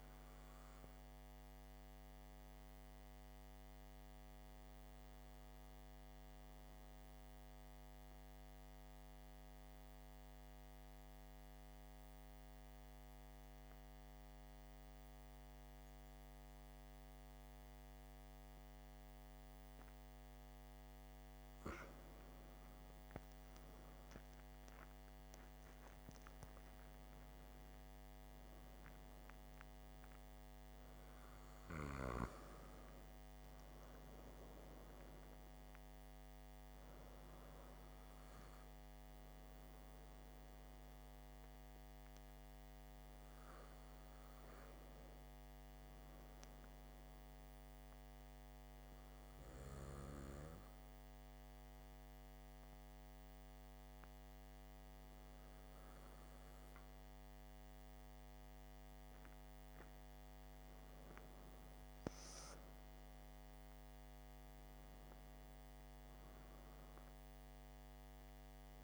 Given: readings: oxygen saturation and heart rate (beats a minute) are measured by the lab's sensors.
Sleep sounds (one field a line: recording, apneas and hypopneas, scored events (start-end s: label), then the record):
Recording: breathing in sleep, hard to hear, by a microphone on the trachea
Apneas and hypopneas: 2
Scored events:
4.00-20.50 s: hypopnea (oxygen 95% before, 94% lowest, heart rate 53 before, 55 extreme, up 8 after)
23.00-26.00 s: arousal
43.00-58.50 s: hypopnea (oxygen 97% before, 92% lowest, heart rate 61 before, 48 extreme, up 3 after)
62.00-66.00 s: arousal
From the record:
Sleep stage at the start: N2 (light sleep)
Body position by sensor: on the back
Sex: male